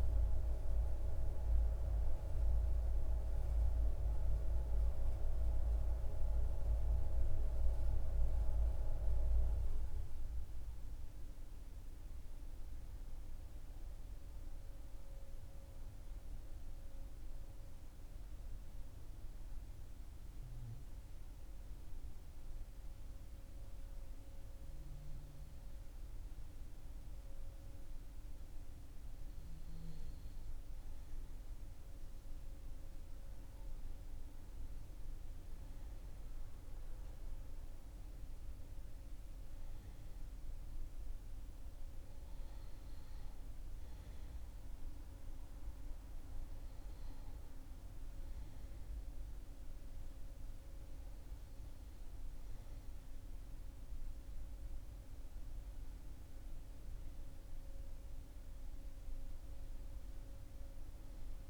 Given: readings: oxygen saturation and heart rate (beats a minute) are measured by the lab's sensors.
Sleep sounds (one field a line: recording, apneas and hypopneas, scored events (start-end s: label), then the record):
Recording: breathing in sleep by a room microphone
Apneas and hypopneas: 1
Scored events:
0.00-1.50 s: arousal
5.50-28.00 s: hypopnea (oxygen 98% before, 92% lowest, heart rate 42 before, 40 extreme, up 1 after)
23.00-61.50 s: new sleep stage, N2 (light sleep)
32.00-37.00 s: arousal
32.00-61.00 s: oxygen desaturation (device-marked, oxygen 97% before, 92% lowest, heart rate 40 before, 39 extreme)
From the record:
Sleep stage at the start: N1 (lightest sleep)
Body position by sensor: on the back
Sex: male